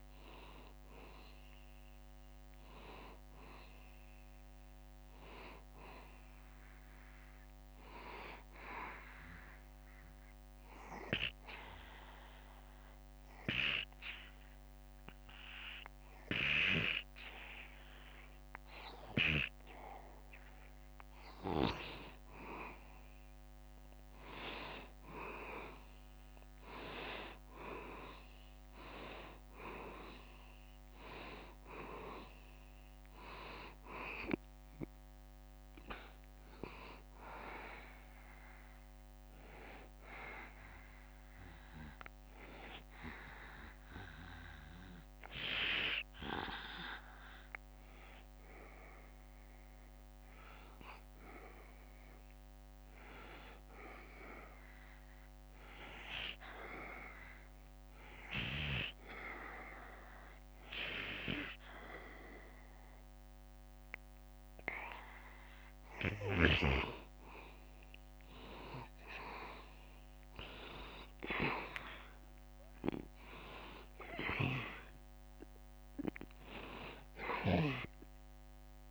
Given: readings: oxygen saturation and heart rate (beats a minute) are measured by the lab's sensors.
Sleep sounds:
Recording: breathing in sleep by a microphone on the trachea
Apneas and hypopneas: 2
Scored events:
0.00-13.00 s: oxygen desaturation (device-marked, oxygen 89% lowest, heart rate 70 extreme)
10.50-21.50 s: obstructive apnea (oxygen 94% before, 89% lowest, heart rate 76 before, 70 extreme, up 1 after)
23.50-27.00 s: arousal
30.00-44.00 s: oxygen desaturation (device-marked, oxygen 95% before, 89% lowest, heart rate 72 before, 70 extreme)
32.00-43.00 s: drop in pulse transit time (device-marked, heart rate 72 before, 73 extreme)
39.50-65.00 s: obstructive apnea (oxygen 95% before, 89% lowest, heart rate 72 before, 70 extreme, up 0 after)
62.00-78.91 s: oxygen desaturation (device-marked, oxygen 95% before, 89% lowest, heart rate 72 before, 70 extreme)
73.50-78.50 s: arousal
From the record:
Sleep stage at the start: N2 (light sleep)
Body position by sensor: on the back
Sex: male

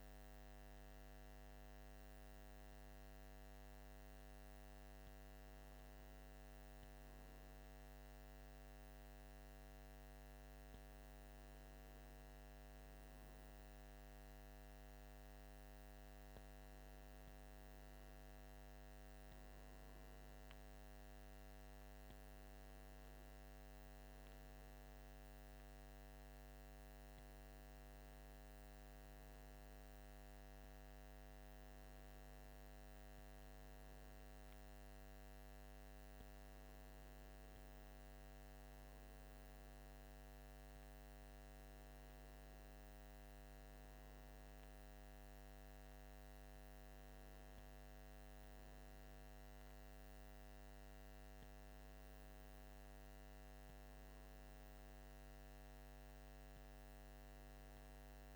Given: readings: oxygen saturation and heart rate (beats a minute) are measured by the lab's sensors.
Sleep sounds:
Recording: breathing in sleep, hard to hear, by a microphone on the trachea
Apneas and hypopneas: none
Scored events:
none scored
From the record:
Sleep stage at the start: N1 (lightest sleep)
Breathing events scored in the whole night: 239 in 6.0 hours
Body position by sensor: on the right side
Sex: male

